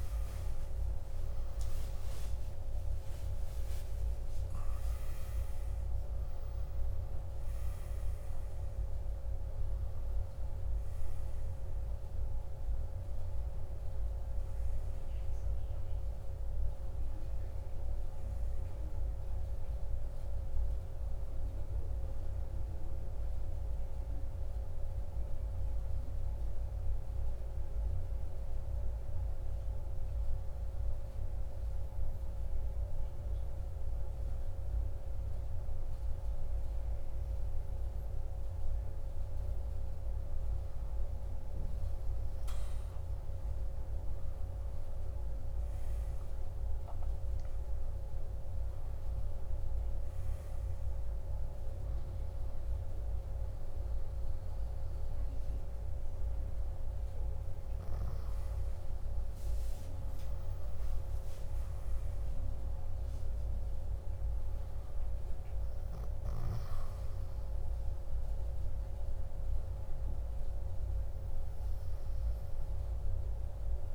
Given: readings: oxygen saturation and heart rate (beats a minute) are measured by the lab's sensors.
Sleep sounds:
breathing in sleep, hard to hear, by a room microphone; 1
0.00-2.50 s: arousal
0.00-7.50 s: oxygen desaturation (device-marked, oxygen 96% lowest, heart rate 52 extreme)
22.50-41.00 s: hypopnea (oxygen 99% before, 97% lowest, heart rate 64 before, 52 extreme, up 8 after)
42.50-47.00 s: arousal
From the record:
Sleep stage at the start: N1 (lightest sleep); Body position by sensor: on the back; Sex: male

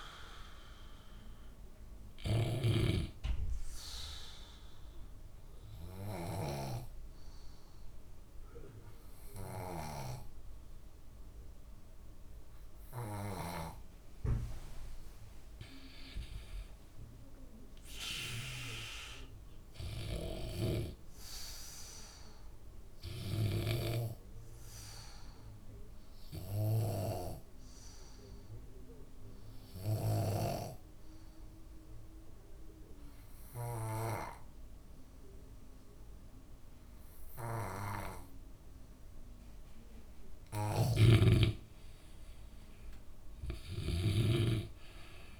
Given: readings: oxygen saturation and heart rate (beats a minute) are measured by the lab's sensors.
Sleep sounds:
breathing in sleep by a room microphone; 2
0.00-12.50 s: oxygen desaturation (device-marked, oxygen 90% lowest, heart rate 60 extreme)
0.50-13.00 s: obstructive apnea (oxygen 96% before, 91% lowest, heart rate 69 before, 60 extreme, up 9 after)
16.00-18.50 s: arousal
24.50-40.00 s: obstructive apnea (oxygen 98% before, 91% lowest, heart rate 67 before, 61 extreme, up 9 after)
42.00-45.00 s: arousal
From the record:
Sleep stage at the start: N2 (light sleep); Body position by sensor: on the back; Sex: male

